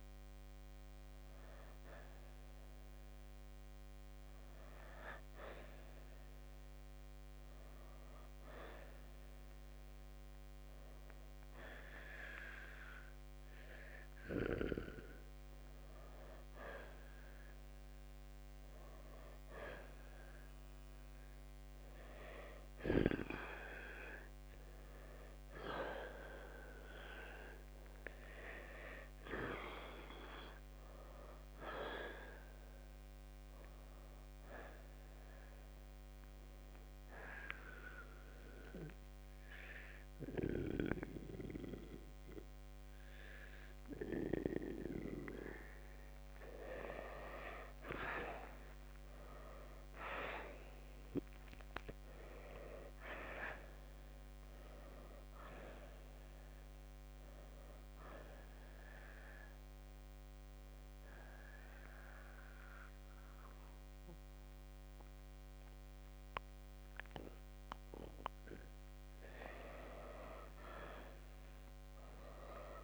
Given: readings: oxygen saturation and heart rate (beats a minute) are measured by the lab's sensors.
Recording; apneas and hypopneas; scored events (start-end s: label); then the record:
breathing in sleep by a microphone on the trachea; 1
0.00-9.50 s: oxygen desaturation (device-marked, oxygen 85% lowest, heart rate 56 extreme)
11.50-72.84 s: new sleep stage, N2 (light sleep)
18.50-26.50 s: oxygen desaturation (device-marked, oxygen 94% before, 90% lowest, heart rate 69 before, 51 extreme)
29.00-32.50 s: arousal
36.50-46.50 s: obstructive apnea (oxygen 94% before, 83% lowest, heart rate 62 before, 57 extreme, up 16 after)
48.50-52.00 s: arousal
64.50-72.84 s: oxygen desaturation (device-marked, oxygen 90% before, 83% lowest, heart rate 66 before, 47 extreme)
From the record:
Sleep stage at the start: N1 (lightest sleep); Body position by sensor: on the right side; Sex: male